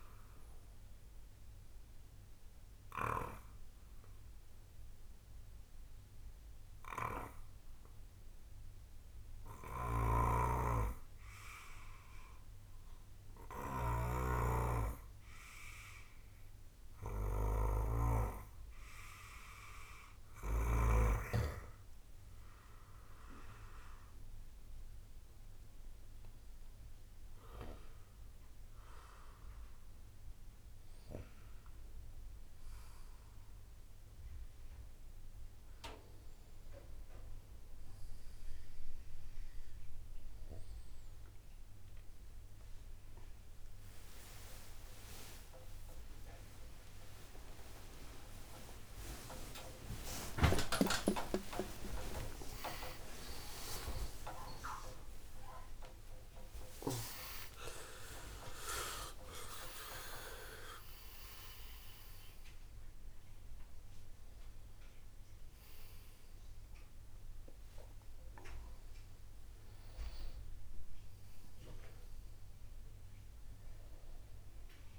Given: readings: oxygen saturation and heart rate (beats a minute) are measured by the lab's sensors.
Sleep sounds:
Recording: a person awake in a sleep study, by a room microphone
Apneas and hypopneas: 1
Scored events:
0.00-18.00 s: snoring (device-marked)
1.50-22.00 s: obstructive apnea (oxygen 96% before, 95% lowest, heart rate 73 before, 55 extreme, up 23 after)
32.50-74.99 s: new sleep stage, awake
From the record:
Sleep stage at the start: N2 (light sleep)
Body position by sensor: on the right side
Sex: male

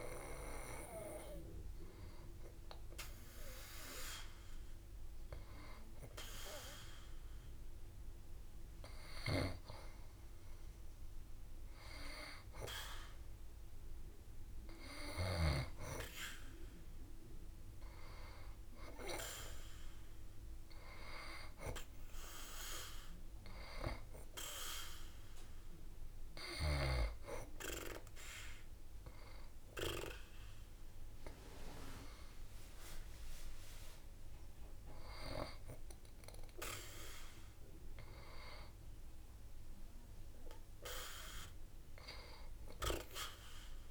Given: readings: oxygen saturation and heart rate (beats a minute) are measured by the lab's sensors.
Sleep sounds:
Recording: breathing in sleep by a room microphone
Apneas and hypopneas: 1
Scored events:
3.00-14.00 s: hypopnea (oxygen 93% before, 90% lowest, heart rate 88 before, 66 extreme, up 8 after)
15.50-19.00 s: arousal
24.50-35.50 s: oxygen desaturation (device-marked, oxygen 94% before, 90% lowest, heart rate 70 before, 71 extreme)
From the record:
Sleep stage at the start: N2 (light sleep)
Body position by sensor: on the back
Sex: female

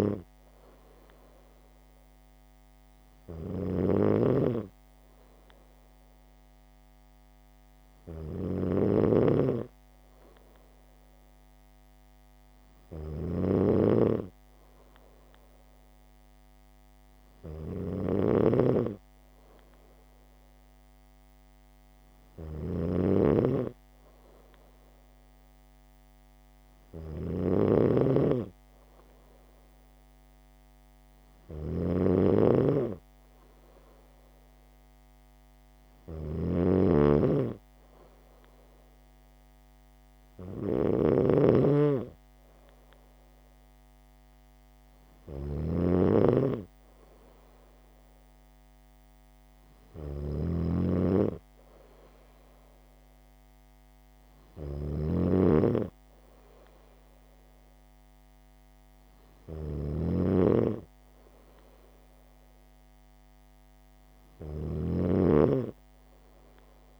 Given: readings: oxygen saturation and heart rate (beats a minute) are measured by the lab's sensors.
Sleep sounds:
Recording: breathing in sleep by a microphone on the trachea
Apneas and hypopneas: none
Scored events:
0.00-67.00 s: snoring (device-marked)
From the record:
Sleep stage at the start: N2 (light sleep)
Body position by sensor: on the back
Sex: female

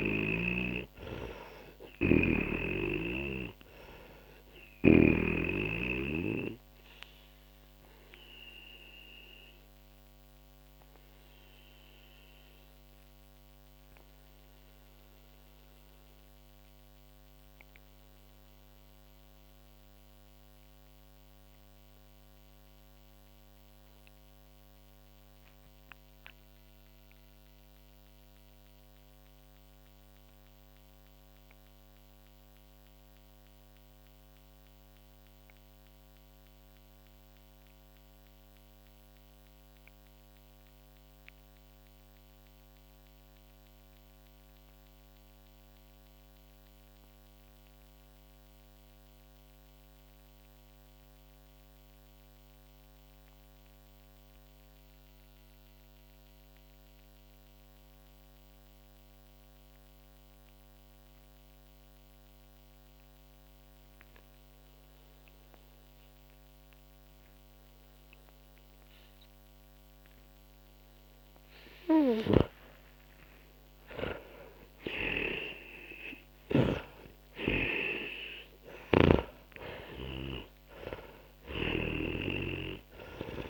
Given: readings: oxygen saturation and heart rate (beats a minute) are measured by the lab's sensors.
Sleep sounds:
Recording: breathing in sleep by a microphone on the trachea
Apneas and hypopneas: 1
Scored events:
0.00-41.00 s: oxygen desaturation (device-marked, oxygen 80% lowest, heart rate 38 extreme)
8.50-71.00 s: obstructive apnea (oxygen 97% before, 80% lowest, heart rate 60 before, 38 extreme, up 19 after)
64.00-83.50 s: oxygen desaturation (device-marked, oxygen 98% before, 81% lowest, heart rate 48 before, 38 extreme)
72.00-77.00 s: snoring (device-marked)
72.50-78.00 s: arousal
From the record:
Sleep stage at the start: N2 (light sleep)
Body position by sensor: on the back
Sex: male

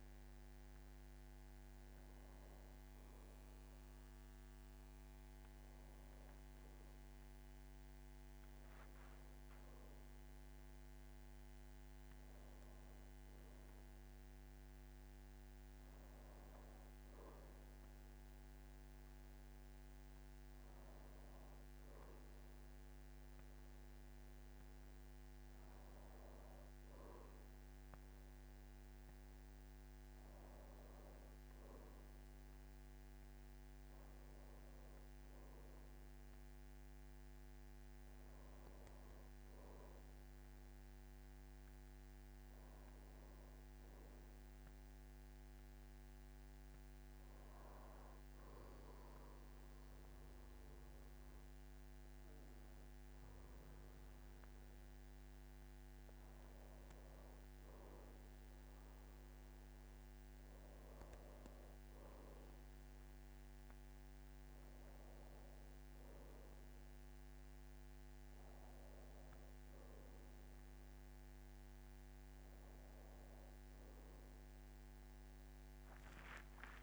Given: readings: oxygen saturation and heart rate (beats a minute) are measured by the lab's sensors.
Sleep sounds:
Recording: a person partly awake in a sleep study, hard to hear, by a microphone on the trachea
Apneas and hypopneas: 1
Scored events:
23.50-76.83 s: new sleep stage, N1 (lightest sleep)
46.00-56.50 s: obstructive apnea (oxygen 98% before, 94% lowest, heart rate 57 before, 53 extreme, up 5 after)
58.50-62.50 s: arousal
63.50-76.83 s: oxygen desaturation (device-marked, oxygen 97% before, 94% lowest, heart rate 56 before, 53 extreme)
From the record:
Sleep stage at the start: awake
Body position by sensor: on the back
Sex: male

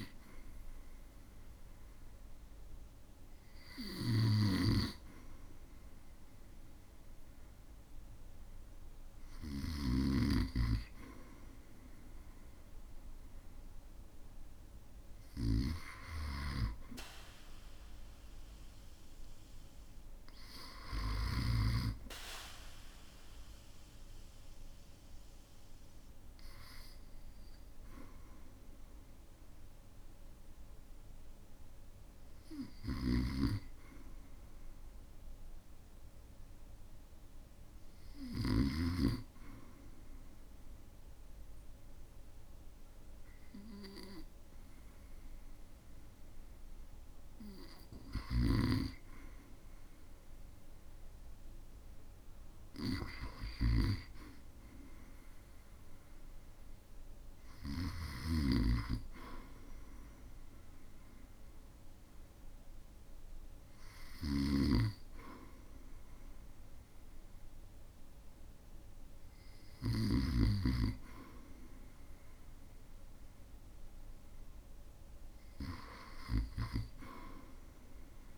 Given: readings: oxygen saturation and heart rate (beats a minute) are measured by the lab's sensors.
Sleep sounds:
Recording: breathing in sleep by a room microphone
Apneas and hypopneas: 1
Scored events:
0.00-10.00 s: snoring (device-marked)
13.00-15.00 s: long interval between heartbeats (device-marked, heart rate 58 before, 64 extreme)
33.00-39.00 s: snoring (device-marked)
36.00-49.00 s: hypopnea (oxygen 95% before, 93% lowest, heart rate 62 before, 58 extreme, up 2 after)
48.00-58.50 s: snoring (device-marked)
53.50-57.50 s: arousal
64.50-70.50 s: snoring (device-marked)
From the record:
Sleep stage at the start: REM sleep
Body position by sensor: on the back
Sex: male

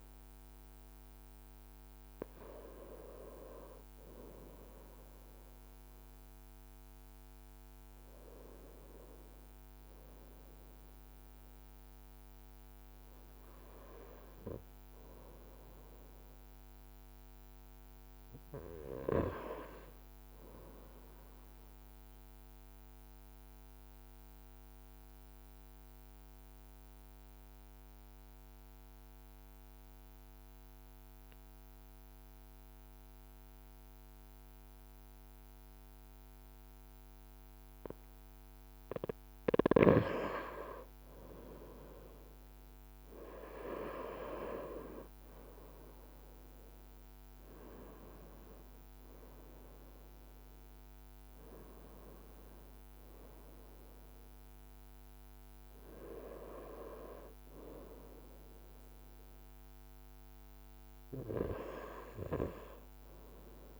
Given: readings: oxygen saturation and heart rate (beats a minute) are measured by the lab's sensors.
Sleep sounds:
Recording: breathing in sleep by a microphone on the trachea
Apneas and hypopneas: 1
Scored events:
21.00-36.50 s: obstructive apnea (oxygen 98% before, 93% lowest, heart rate 55 before, 55 extreme, up 2 after)
40.00-44.50 s: arousal
42.00-43.50 s: leg movement (device-marked)
44.00-47.50 s: leg movement (device-marked)
From the record:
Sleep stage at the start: N2 (light sleep)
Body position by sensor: on the front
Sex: male

